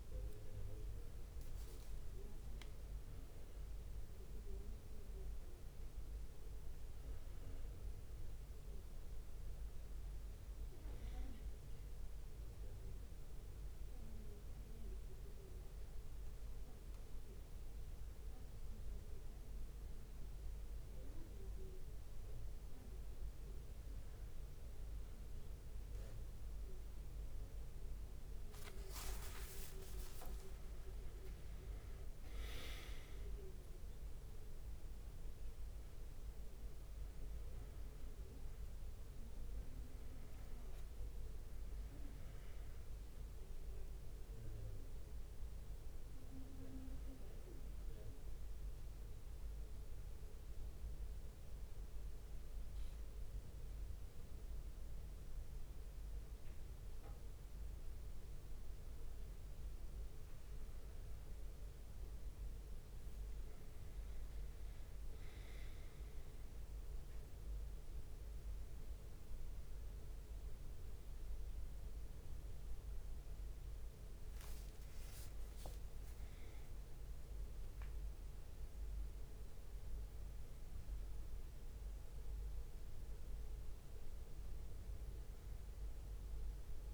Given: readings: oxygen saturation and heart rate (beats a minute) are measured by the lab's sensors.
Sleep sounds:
breathing in sleep, hard to hear, by a room microphone; none
0.00-1.00 s: leg movement (device-marked)
0.00-64.00 s: bradycardia (device-marked)
1.00-9.50 s: leg movement (device-marked)
12.50-21.00 s: leg movement (device-marked)
29.50-35.50 s: leg movement (device-marked)
30.00-34.50 s: arousal
38.50-40.00 s: leg movement (device-marked)
45.00-54.50 s: leg movement (device-marked)
52.00-54.00 s: long interval between heartbeats (device-marked)
55.00-86.93 s: new sleep stage, N2 (light sleep)
64.50-66.00 s: leg movement (device-marked)
73.00-76.00 s: bradycardia (device-marked)
74.50-79.00 s: leg movement (device-marked)
From the record:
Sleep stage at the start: N1 (lightest sleep); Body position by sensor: on the back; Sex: male

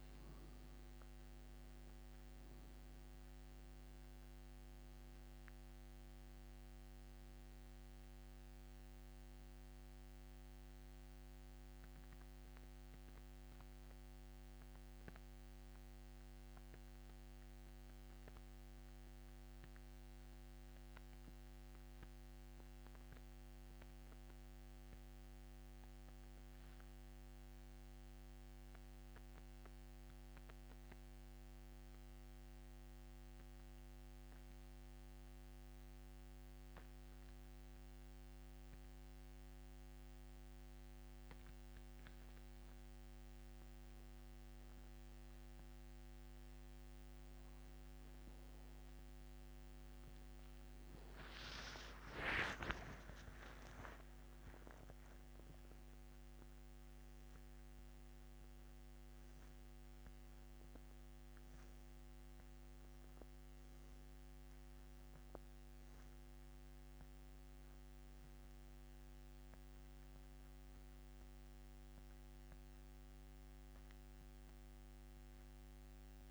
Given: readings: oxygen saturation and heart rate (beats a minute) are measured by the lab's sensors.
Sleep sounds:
breathing in sleep, hard to hear, by a microphone on the trachea; 1
0.00-44.50 s: oxygen desaturation (device-marked, oxygen 86% lowest, heart rate 74 extreme)
16.00-45.50 s: central apnea (oxygen 97% before, 86% lowest, heart rate 88 before, 74 extreme, up 10 after)
52.50-56.50 s: arousal
From the record:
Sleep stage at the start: N2 (light sleep); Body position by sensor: on the back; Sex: male

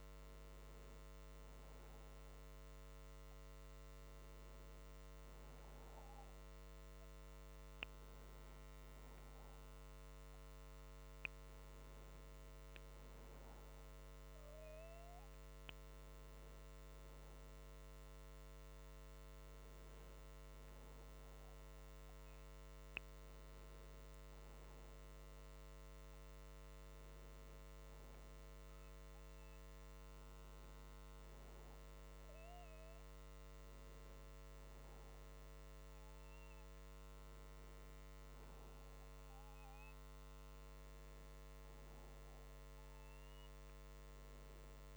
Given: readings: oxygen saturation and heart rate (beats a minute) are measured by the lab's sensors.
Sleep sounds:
breathing in sleep, hard to hear, by a microphone on the trachea; none
none scored
From the record:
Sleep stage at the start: N1 (lightest sleep); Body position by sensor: on the back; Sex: male

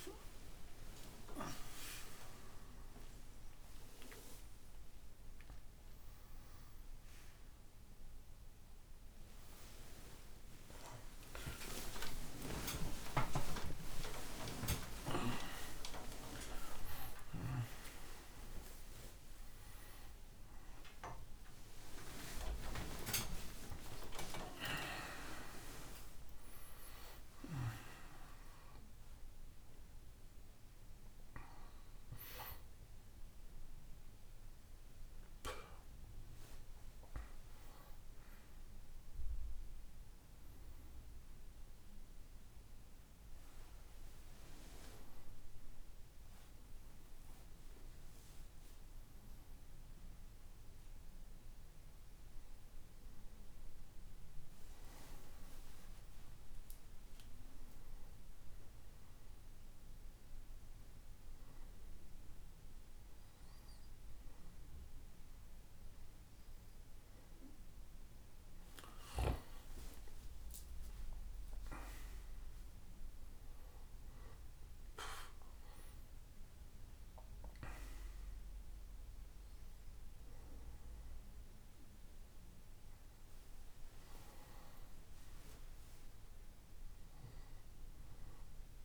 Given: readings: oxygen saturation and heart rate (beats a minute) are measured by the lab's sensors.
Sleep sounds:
a person awake in a sleep study, by a room microphone; 1
9.00-15.00 s: tachycardia (device-marked, heart rate 71 before, 127 extreme)
19.00-26.00 s: tachycardia (device-marked, heart rate 72 before, 112 extreme)
53.00-88.85 s: new sleep stage, N1 (lightest sleep)
54.00-88.85 s: oxygen desaturation (device-marked, oxygen 98% before, 93% lowest, heart rate 79 before, 64 extreme)
58.50-69.50 s: obstructive apnea (oxygen 99% before, 93% lowest, heart rate 77 before, 66 extreme, up 12 after)
71.50-75.50 s: arousal
From the record:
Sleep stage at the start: awake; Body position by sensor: on the back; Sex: male

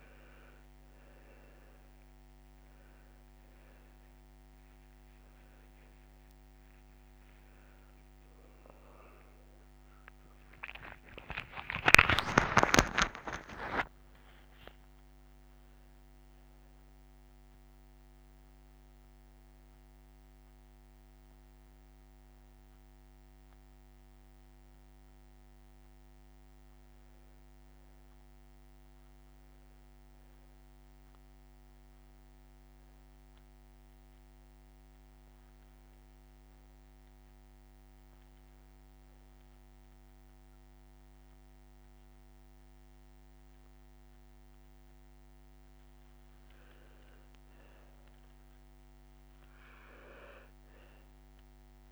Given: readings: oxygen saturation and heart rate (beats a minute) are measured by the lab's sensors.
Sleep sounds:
breathing in sleep by a microphone on the trachea; 1
0.00-3.50 s: arousal
0.00-14.50 s: oxygen desaturation (device-marked, oxygen 90% lowest, heart rate 161 extreme)
27.00-30.00 s: arousal
31.50-44.00 s: hypopnea (oxygen 98% before, 88% lowest, heart rate 187 before, 59 extreme)
43.50-51.92 s: oxygen desaturation (device-marked, oxygen 97% before, 88% lowest, heart rate 173 before, 56 extreme)
46.50-50.00 s: arousal
From the record:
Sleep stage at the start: N2 (light sleep); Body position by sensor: on the back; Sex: male

